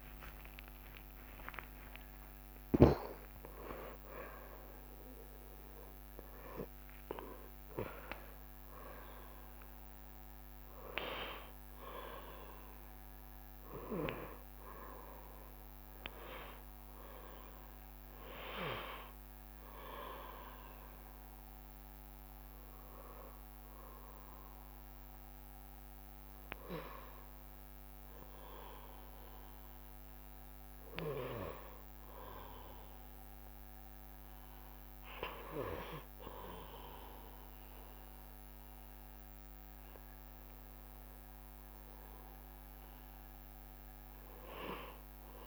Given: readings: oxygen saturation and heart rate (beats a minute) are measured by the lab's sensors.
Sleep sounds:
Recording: breathing in sleep by a microphone on the trachea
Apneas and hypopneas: none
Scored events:
0.00-2.00 s: arousal
0.00-3.00 s: tachycardia (device-marked, heart rate 109 extreme)
0.00-19.00 s: oxygen desaturation (device-marked, oxygen 66% lowest, heart rate 70 extreme)
1.50-3.50 s: long interval between heartbeats (device-marked, heart rate 79 before, 107 extreme)
4.00-45.47 s: new sleep stage, N1 (lightest sleep)
44.00-45.47 s: arousal
From the record:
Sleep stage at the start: N2 (light sleep)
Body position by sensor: on the right side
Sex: male

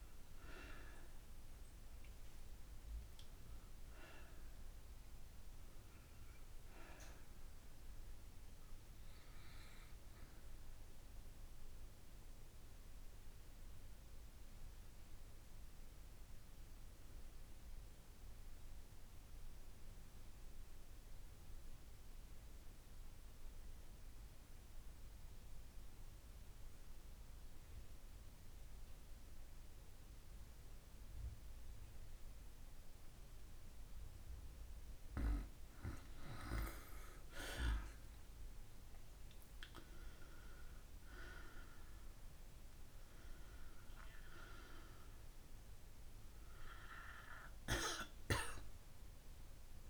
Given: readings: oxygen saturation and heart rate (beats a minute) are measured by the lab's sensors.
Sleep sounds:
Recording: breathing in sleep by a room microphone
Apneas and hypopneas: 1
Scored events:
1.00-36.00 s: oxygen desaturation (device-marked, oxygen 96% before, 89% lowest, heart rate 55 before, 52 extreme)
11.00-35.00 s: obstructive apnea (oxygen 96% before, 85% lowest, heart rate 57 before, 52 extreme, up 6 after)
38.00-41.50 s: arousal
44.00-49.90 s: oxygen desaturation (device-marked, oxygen 96% before, 91% lowest, heart rate 54 before, 52 extreme)
From the record:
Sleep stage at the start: N2 (light sleep)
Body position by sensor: on the back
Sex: female

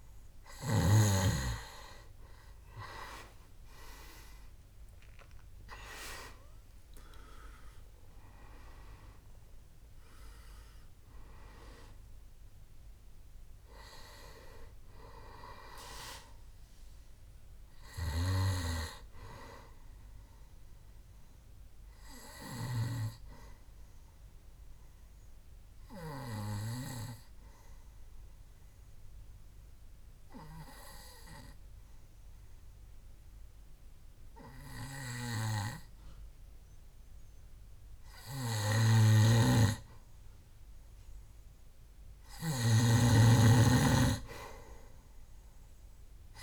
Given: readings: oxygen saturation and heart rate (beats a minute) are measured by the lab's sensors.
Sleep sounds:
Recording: breathing in sleep by a room microphone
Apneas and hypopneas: 1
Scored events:
0.00-27.00 s: oxygen desaturation (device-marked, oxygen 92% lowest, heart rate 64 extreme)
0.50-5.00 s: arousal
22.00-41.50 s: obstructive apnea (oxygen 98% before, 92% lowest, heart rate 74 before, 64 extreme, up 6 after)
39.50-46.43 s: snoring (device-marked)
From the record:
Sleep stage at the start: N2 (light sleep)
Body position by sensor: on the back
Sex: male

